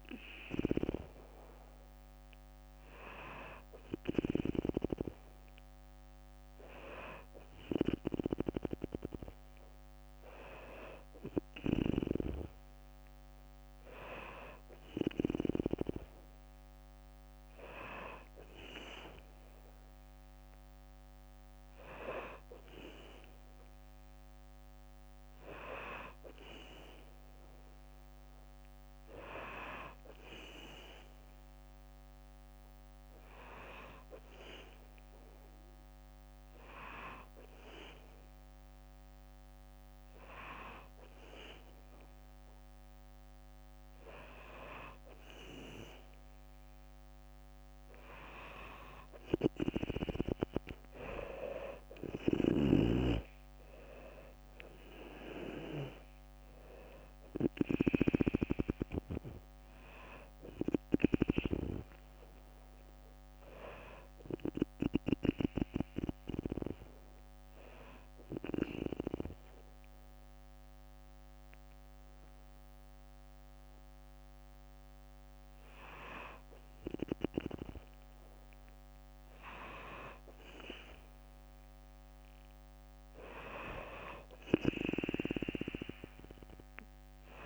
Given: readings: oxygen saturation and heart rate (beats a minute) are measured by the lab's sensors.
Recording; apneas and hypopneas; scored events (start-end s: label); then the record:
breathing in sleep by a microphone on the trachea; 1
51.50-57.00 s: snoring (device-marked)
53.00-56.50 s: arousal
59.00-70.00 s: drop in pulse transit time (device-marked, heart rate 66 before, 62 extreme)
65.50-77.00 s: hypopnea (oxygen 96% before, 94% lowest, heart rate 66 before, 63 extreme, up 1 after)
85.00-87.45 s: oxygen desaturation (device-marked, oxygen 97% before, 94% lowest, heart rate 63 before, 62 extreme)
From the record:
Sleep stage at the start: N2 (light sleep); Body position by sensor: on the back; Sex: female